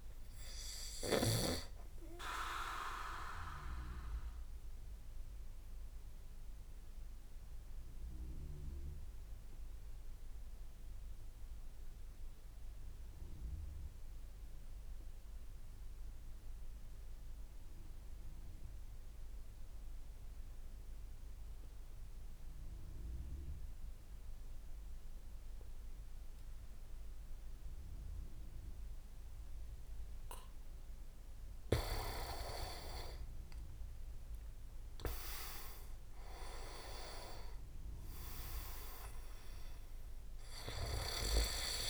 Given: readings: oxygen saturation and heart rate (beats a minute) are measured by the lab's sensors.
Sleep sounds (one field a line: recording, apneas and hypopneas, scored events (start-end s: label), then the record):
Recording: breathing in sleep by a room microphone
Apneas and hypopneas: 1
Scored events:
0.00-6.50 s: oxygen desaturation (device-marked, oxygen 95% lowest, heart rate 59 extreme)
2.50-29.50 s: obstructive apnea (oxygen 99% before, 93% lowest, heart rate 72 before, 59 extreme, up 14 after)
31.50-35.50 s: arousal
33.50-41.90 s: oxygen desaturation (device-marked, oxygen 98% before, 94% lowest, heart rate 72 before, 63 extreme)
From the record:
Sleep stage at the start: N2 (light sleep)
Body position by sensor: on the back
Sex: male